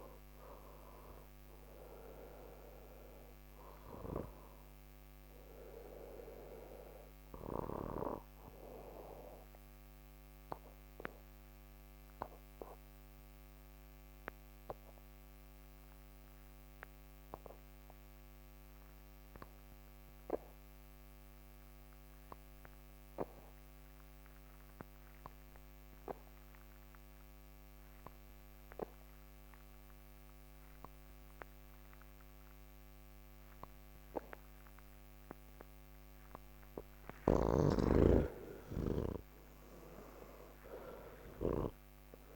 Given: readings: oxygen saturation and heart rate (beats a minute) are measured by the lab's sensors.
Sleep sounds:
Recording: breathing in sleep by a microphone on the trachea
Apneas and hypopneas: 1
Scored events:
0.00-17.50 s: oxygen desaturation (device-marked, oxygen 79% lowest, heart rate 37 extreme)
8.00-36.50 s: obstructive apnea (oxygen 90% before, 79% lowest, heart rate 197 before, 37 extreme)
34.50-42.36 s: oxygen desaturation (device-marked, oxygen 97% before, 81% lowest, heart rate 73 before, 74 extreme)
From the record:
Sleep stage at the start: N2 (light sleep)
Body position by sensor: on the back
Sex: male

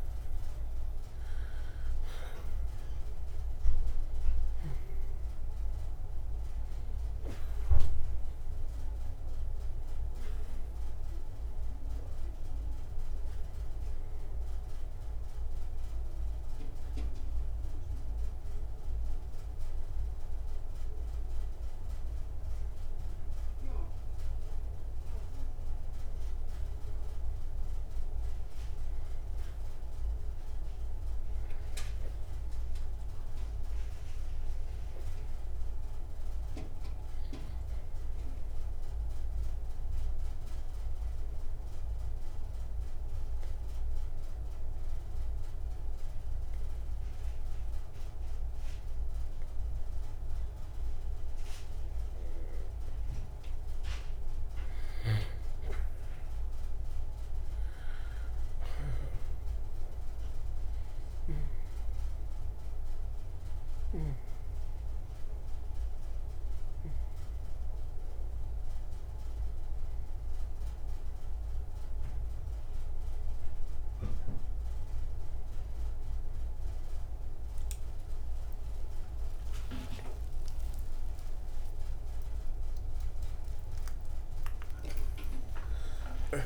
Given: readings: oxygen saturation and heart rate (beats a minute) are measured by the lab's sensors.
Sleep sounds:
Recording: a person partly awake in a sleep study, by a room microphone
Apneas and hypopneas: 2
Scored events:
0.00-3.50 s: arousal
14.50-26.50 s: hypopnea (oxygen 97% before, 89% lowest, heart rate 64 before, 59 extreme, up 2 after)
27.50-32.00 s: arousal
27.50-42.50 s: oxygen desaturation (device-marked, oxygen 94% before, 89% lowest, heart rate 64 before, 59 extreme)
39.50-52.50 s: obstructive apnea (oxygen 94% before, 92% lowest, heart rate 62 before, 60 extreme, up 4 after)
56.50-86.46 s: new sleep stage, awake
From the record:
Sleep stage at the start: N2 (light sleep)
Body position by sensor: on the back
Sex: male

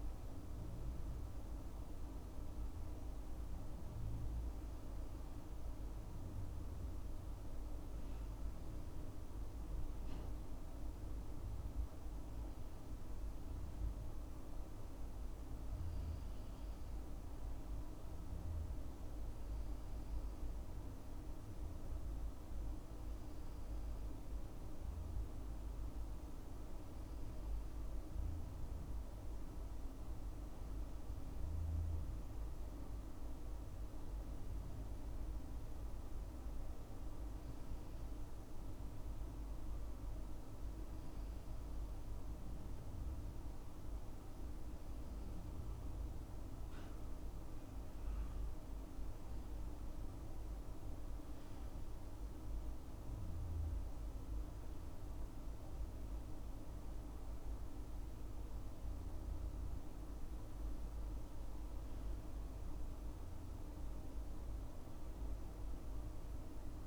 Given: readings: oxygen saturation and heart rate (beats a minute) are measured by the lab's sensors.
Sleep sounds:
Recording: breathing in sleep, hard to hear, by a room microphone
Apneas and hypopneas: none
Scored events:
none scored
From the record:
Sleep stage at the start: N2 (light sleep)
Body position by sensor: on the left side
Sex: male

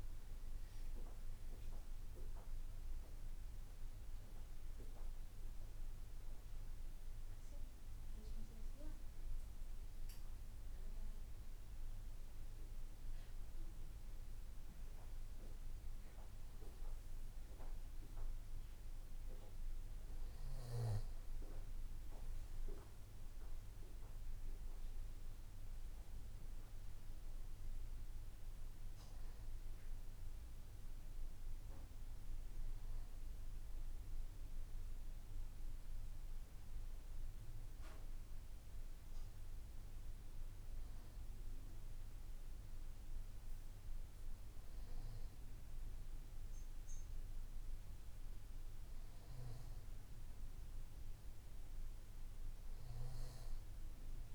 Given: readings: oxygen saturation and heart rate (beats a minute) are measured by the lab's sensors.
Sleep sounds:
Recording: breathing in sleep, hard to hear, by a room microphone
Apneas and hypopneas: none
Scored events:
none scored
From the record:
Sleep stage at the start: N2 (light sleep)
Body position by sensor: on the back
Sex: male

